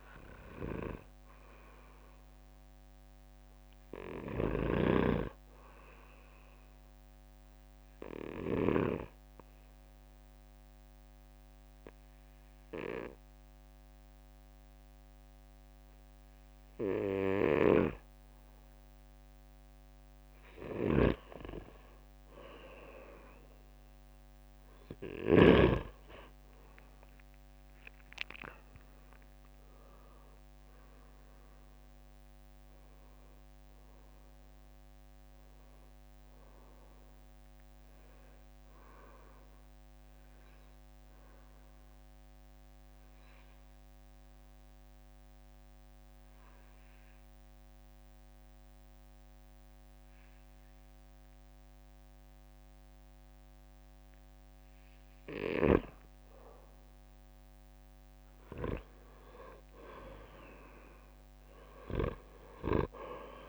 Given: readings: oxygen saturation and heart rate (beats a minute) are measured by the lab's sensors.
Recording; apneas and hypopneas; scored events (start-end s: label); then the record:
breathing in sleep by a microphone on the trachea; 2
5.50-19.00 s: obstructive apnea (oxygen 97% before, 90% lowest, heart rate 65 before, 61 extreme, up 6 after)
21.00-49.00 s: oxygen desaturation (device-marked, oxygen 95% before, 90% lowest, heart rate 64 before, 59 extreme)
23.00-25.50 s: arousal
26.00-39.00 s: drop in pulse transit time (device-marked, heart rate 65 before, 67 extreme)
42.00-54.50 s: obstructive apnea (oxygen 95% before, 90% lowest, heart rate 70 before, 57 extreme, up 9 after)
57.50-61.00 s: arousal
61.00-63.48 s: oxygen desaturation (device-marked, oxygen 97% before, 90% lowest, heart rate 62 before, 57 extreme)
From the record:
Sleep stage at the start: N2 (light sleep); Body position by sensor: on the back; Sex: male